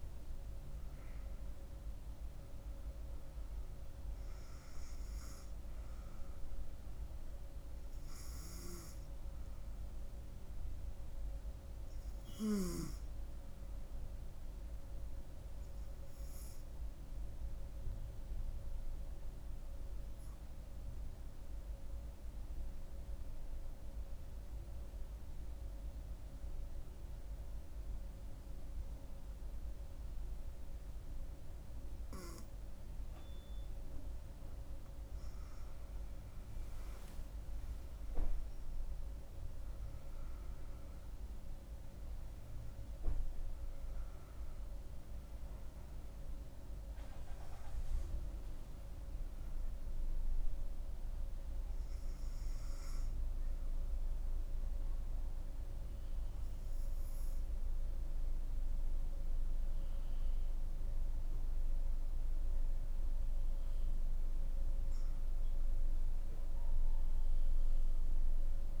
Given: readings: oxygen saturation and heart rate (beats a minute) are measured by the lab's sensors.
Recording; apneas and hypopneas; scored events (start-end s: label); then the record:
breathing in sleep, hard to hear, by a room microphone; 1
0.00-1.50 s: arousal
0.00-11.50 s: oxygen desaturation (device-marked, oxygen 94% lowest, heart rate 64 extreme)
19.00-34.00 s: obstructive apnea (oxygen 97% before, 93% lowest, heart rate 71 before, 66 extreme, up 12 after)
37.00-41.50 s: arousal
37.50-63.50 s: oxygen desaturation (device-marked, oxygen 98% before, 93% lowest, heart rate 67 before, 66 extreme)
65.00-68.00 s: arousal
From the record:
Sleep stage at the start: N2 (light sleep); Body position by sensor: on the front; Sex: female